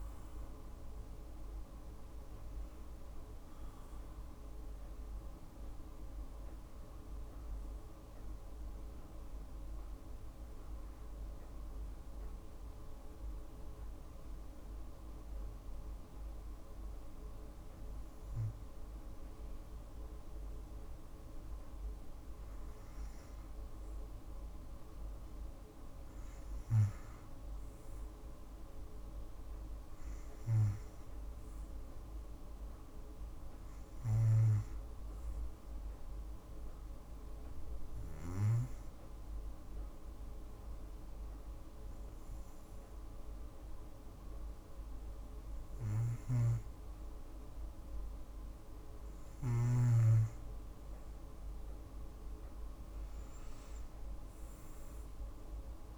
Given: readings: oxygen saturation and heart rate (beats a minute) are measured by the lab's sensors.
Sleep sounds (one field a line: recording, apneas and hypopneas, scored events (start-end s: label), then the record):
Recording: breathing in sleep, hard to hear, by a room microphone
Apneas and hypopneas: 2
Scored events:
0.00-13.50 s: oxygen desaturation (device-marked, oxygen 92% lowest, heart rate 55 extreme)
9.00-20.50 s: hypopnea (oxygen 96% before, 92% lowest, heart rate 60 before, 55 extreme, up 2 after)
22.50-26.00 s: arousal
35.00-45.50 s: hypopnea (oxygen 97% before, 91% lowest, heart rate 56 before, 57 extreme, up 2 after)
50.00-54.00 s: arousal
From the record:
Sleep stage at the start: N2 (light sleep)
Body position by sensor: on the back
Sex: female